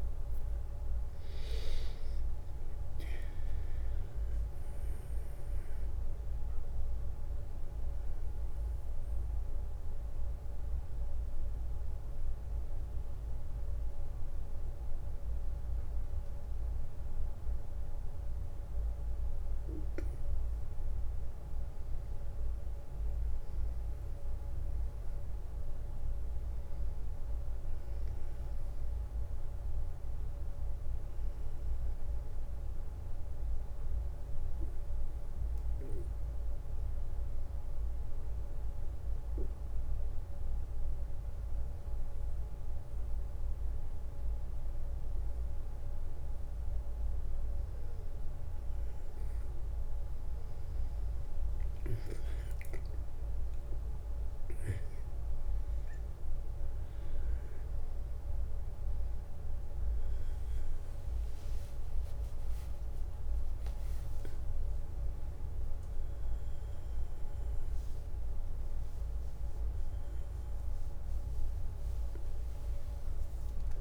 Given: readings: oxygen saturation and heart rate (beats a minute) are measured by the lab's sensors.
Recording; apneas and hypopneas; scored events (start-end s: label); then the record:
breathing in sleep, hard to hear, by a room microphone; 2
0.50-4.50 s: arousal
6.00-19.00 s: central apnea (oxygen 98% before, 93% lowest, heart rate 64 before, 56 extreme, up 4 after)
22.50-27.00 s: arousal
33.00-43.50 s: obstructive apnea (oxygen 98% before, 93% lowest, heart rate 59 before, 59 extreme, up 2 after)
55.00-73.81 s: oxygen desaturation (device-marked, oxygen 96% before, 93% lowest, heart rate 61 before, 58 extreme)
66.00-73.81 s: new sleep stage, awake
From the record:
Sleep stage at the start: N1 (lightest sleep); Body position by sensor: on the back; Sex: male